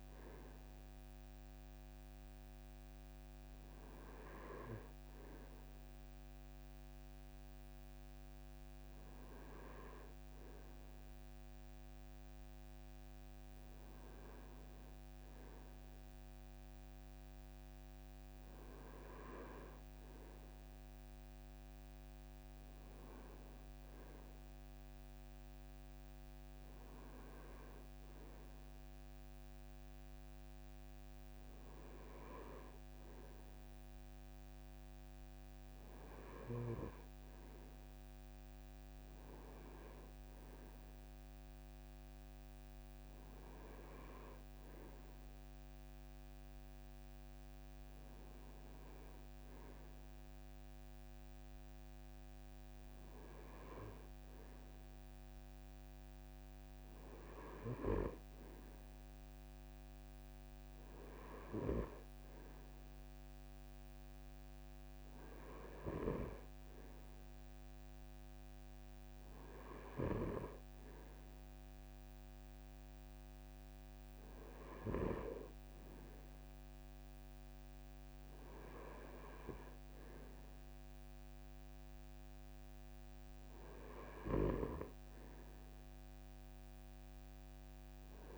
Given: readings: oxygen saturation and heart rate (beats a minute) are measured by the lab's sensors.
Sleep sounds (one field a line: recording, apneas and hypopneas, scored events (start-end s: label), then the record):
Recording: breathing in sleep by a microphone on the trachea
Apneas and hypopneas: none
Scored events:
none scored
From the record:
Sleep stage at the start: N2 (light sleep)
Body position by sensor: on the front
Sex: male